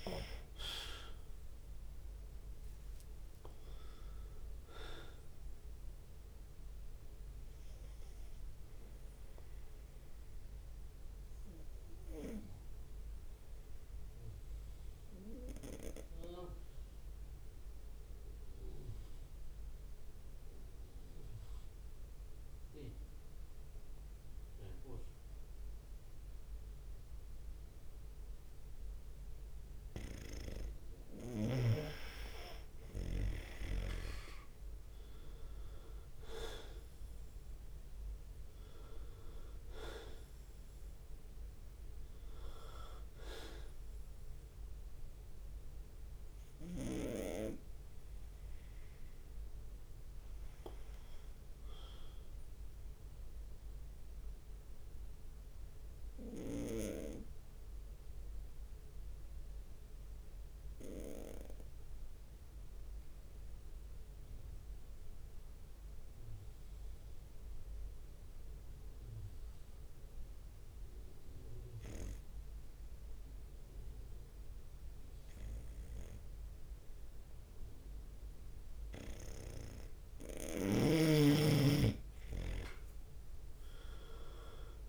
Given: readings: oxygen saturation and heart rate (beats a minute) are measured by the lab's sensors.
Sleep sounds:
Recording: breathing in sleep by a room microphone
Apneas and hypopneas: 2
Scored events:
0.00-1.00 s: long interval between heartbeats (device-marked, heart rate 76 extreme)
0.00-17.00 s: oxygen desaturation (device-marked, oxygen 93% lowest, heart rate 63 extreme)
8.50-30.00 s: obstructive apnea (oxygen 98% before, 93% lowest, heart rate 70 before, 63 extreme, up 4 after)
31.50-36.00 s: arousal
35.00-45.00 s: drop in pulse transit time (device-marked, heart rate 65 before, 66 extreme)
35.50-37.50 s: leg movement (device-marked)
38.00-59.00 s: oxygen desaturation (device-marked, oxygen 97% before, 93% lowest, heart rate 66 before, 63 extreme)
48.50-54.00 s: leg movement (device-marked)
54.00-80.00 s: obstructive apnea (oxygen 97% before, 91% lowest, heart rate 67 before, 63 extreme, up 4 after)
64.50-66.50 s: long interval between heartbeats (device-marked, heart rate 65 before, 74 extreme)
68.00-70.00 s: long interval between heartbeats (device-marked, heart rate 67 before, 85 extreme)
71.00-73.00 s: long interval between heartbeats (device-marked, heart rate 70 before, 93 extreme)
77.00-84.89 s: oxygen desaturation (device-marked, oxygen 98% before, 91% lowest, heart rate 77 before, 65 extreme)
79.50-81.00 s: leg movement (device-marked)
80.00-84.89 s: arousal
83.00-84.89 s: drop in pulse transit time (device-marked, heart rate 77 before, 67 extreme)
83.50-84.89 s: leg movement (device-marked)
From the record:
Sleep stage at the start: N2 (light sleep)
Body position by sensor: on the right side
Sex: male

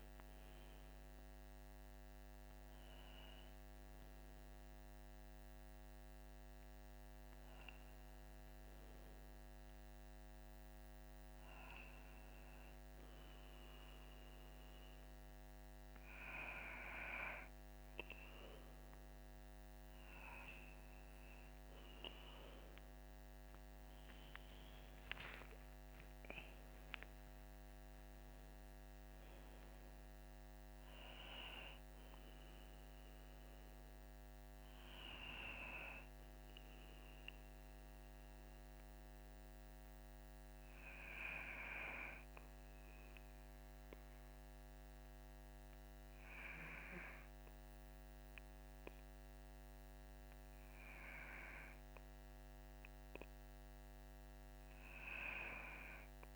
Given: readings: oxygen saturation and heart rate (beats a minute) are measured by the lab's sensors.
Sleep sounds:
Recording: breathing in sleep by a microphone on the trachea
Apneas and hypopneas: none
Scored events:
0.00-5.00 s: oxygen desaturation (device-marked, oxygen 85% lowest, heart rate 53 extreme)
23.50-28.50 s: arousal
From the record:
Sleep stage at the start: REM sleep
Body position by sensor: on the back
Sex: male

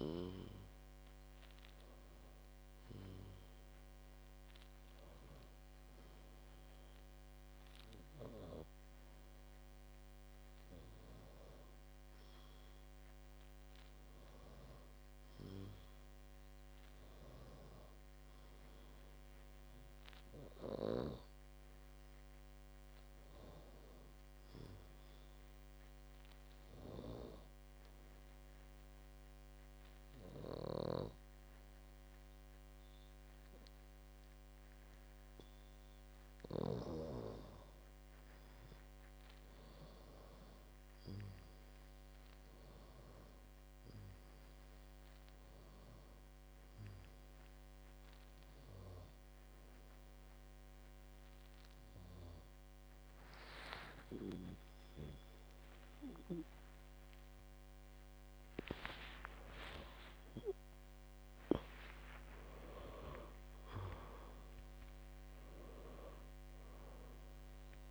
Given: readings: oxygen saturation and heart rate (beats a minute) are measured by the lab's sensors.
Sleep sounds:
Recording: breathing in sleep by a microphone on the trachea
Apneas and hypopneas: 1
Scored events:
1.00-67.91 s: new sleep stage, N2 (light sleep)
21.50-37.50 s: snoring (device-marked)
27.50-37.50 s: obstructive apnea (oxygen 97% before, 94% lowest, heart rate 67 before, 59 extreme, up 7 after)
54.50-59.50 s: arousal
From the record:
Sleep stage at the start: N1 (lightest sleep)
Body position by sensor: on the back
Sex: female

